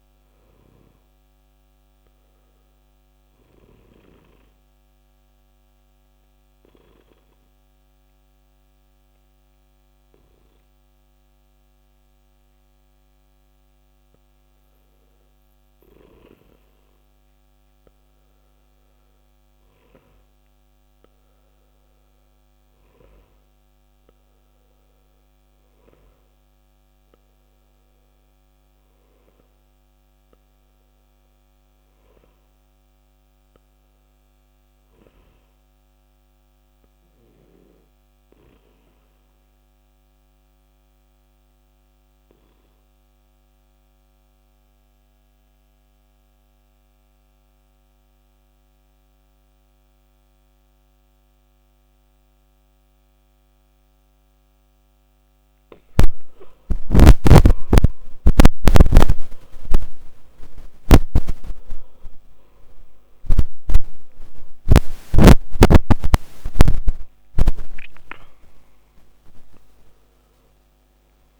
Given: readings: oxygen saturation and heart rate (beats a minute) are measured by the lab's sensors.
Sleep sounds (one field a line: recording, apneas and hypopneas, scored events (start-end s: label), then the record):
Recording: breathing in sleep by a microphone on the trachea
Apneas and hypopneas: 2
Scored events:
5.00-16.00 s: obstructive apnea (oxygen 95% before, 90% lowest, heart rate 63 before, 52 extreme, up 7 after)
13.50-25.50 s: oxygen desaturation (device-marked, oxygen 95% before, 90% lowest, heart rate 59 before, 52 extreme)
19.00-23.50 s: arousal
39.00-55.50 s: obstructive apnea (oxygen 96% before, 91% lowest, heart rate 60 before, 52 extreme, up 14 after)
45.50-54.50 s: oxygen desaturation (device-marked, oxygen 95% before, 92% lowest, heart rate 59 before, 53 extreme)
54.50-71.40 s: new sleep stage, N1 (lightest sleep)
57.00-62.50 s: arousal
From the record:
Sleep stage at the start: N2 (light sleep)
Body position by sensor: on the back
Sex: male